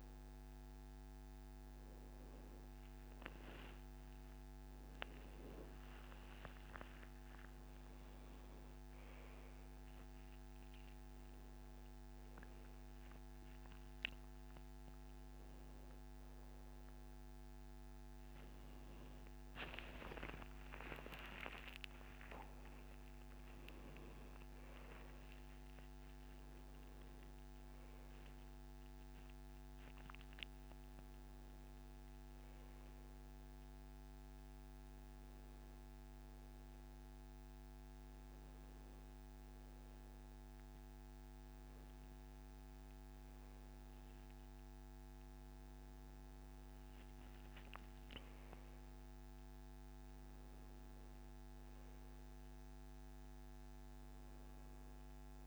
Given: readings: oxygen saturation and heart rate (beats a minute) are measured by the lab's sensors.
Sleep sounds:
a person awake in a sleep study, by a microphone on the trachea; none
54.50-55.47 s: new sleep stage, N1 (lightest sleep)
From the record:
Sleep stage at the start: awake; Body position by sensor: on the back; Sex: male

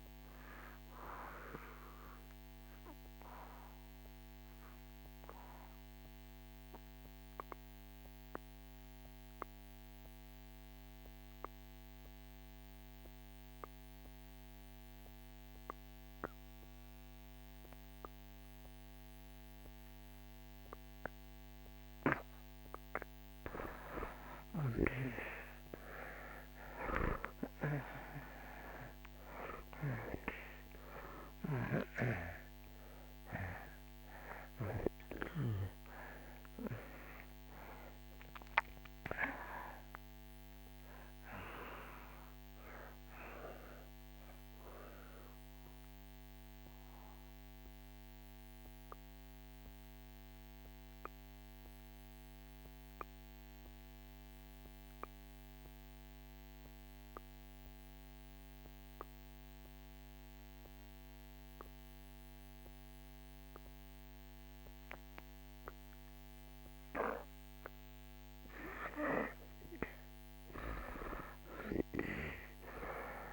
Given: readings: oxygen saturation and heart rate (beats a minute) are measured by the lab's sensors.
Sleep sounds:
breathing in sleep by a microphone on the trachea; 2
0.00-19.00 s: oxygen desaturation (device-marked, oxygen 76% lowest)
2.00-21.00 s: obstructive apnea (oxygen 96% before, 76% lowest)
23.50-27.50 s: arousal
29.00-60.00 s: oxygen desaturation (device-marked, oxygen 97% before, 76% lowest)
44.50-68.00 s: obstructive apnea (oxygen 97% before, 75% lowest)
67.00-73.33 s: oxygen desaturation (device-marked, oxygen 98% before, 75% lowest)
72.00-73.33 s: arousal
From the record:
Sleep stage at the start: N2 (light sleep); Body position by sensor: on the back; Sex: male

